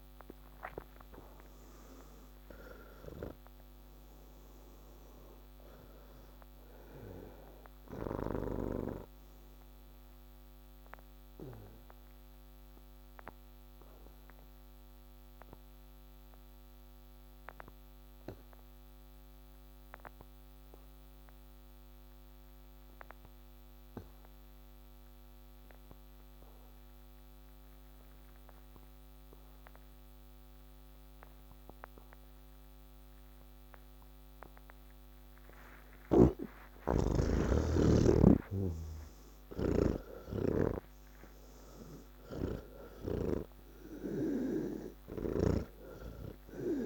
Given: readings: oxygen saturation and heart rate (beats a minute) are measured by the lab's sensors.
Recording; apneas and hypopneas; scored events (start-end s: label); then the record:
breathing in sleep by a microphone on the trachea; 1
0.00-22.50 s: oxygen desaturation (device-marked, oxygen 81% lowest, heart rate 76 extreme)
10.50-35.00 s: obstructive apnea (oxygen 98% before, 78% lowest, heart rate 143 before, 76 extreme)
36.00-46.00 s: snoring (device-marked)
36.50-46.85 s: oxygen desaturation (device-marked, oxygen 97% before, 78% lowest, heart rate 115 before, 69 extreme)
From the record:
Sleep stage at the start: N2 (light sleep); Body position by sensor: on the back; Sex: male